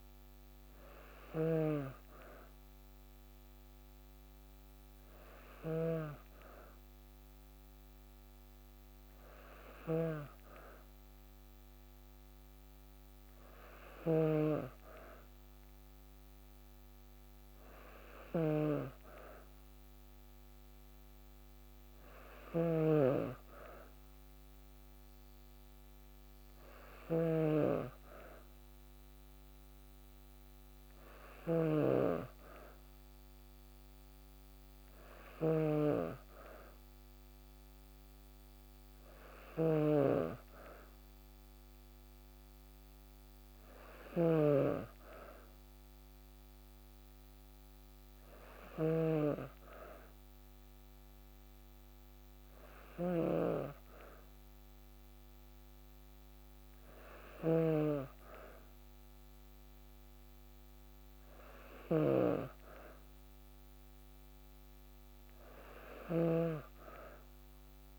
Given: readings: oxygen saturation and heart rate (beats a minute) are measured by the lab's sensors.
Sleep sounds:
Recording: breathing in sleep by a microphone on the trachea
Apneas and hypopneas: none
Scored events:
0.00-67.99 s: snoring (device-marked)
From the record:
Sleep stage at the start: N2 (light sleep)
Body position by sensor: on the back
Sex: female

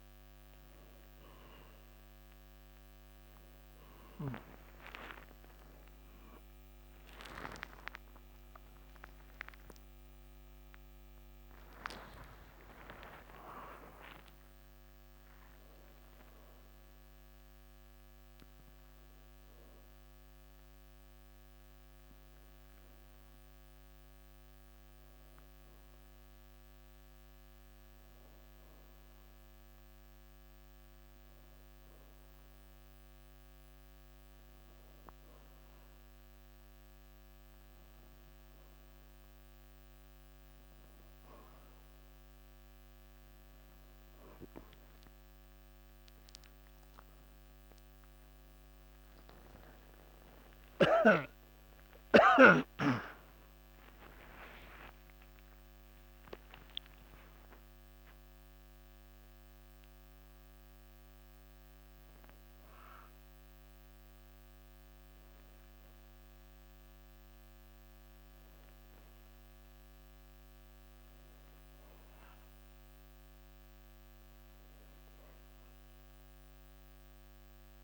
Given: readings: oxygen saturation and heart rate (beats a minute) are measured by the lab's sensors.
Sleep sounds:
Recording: a person awake in a sleep study, by a microphone on the trachea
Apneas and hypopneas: none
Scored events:
59.50-77.84 s: new sleep stage, N1 (lightest sleep)
From the record:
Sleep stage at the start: awake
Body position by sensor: on the back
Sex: male

